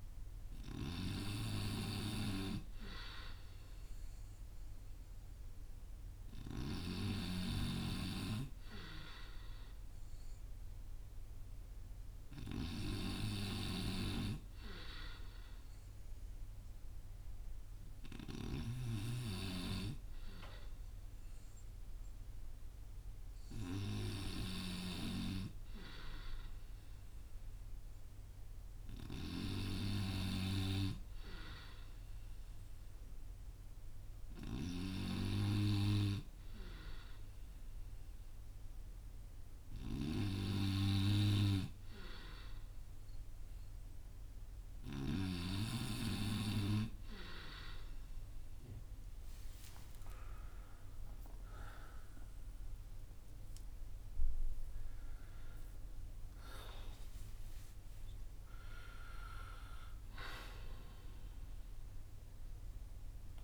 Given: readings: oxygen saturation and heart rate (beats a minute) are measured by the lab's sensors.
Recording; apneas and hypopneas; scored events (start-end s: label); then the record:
breathing in sleep by a room microphone; none
50.00-55.00 s: arousal
From the record:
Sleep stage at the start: N2 (light sleep); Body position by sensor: on the front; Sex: male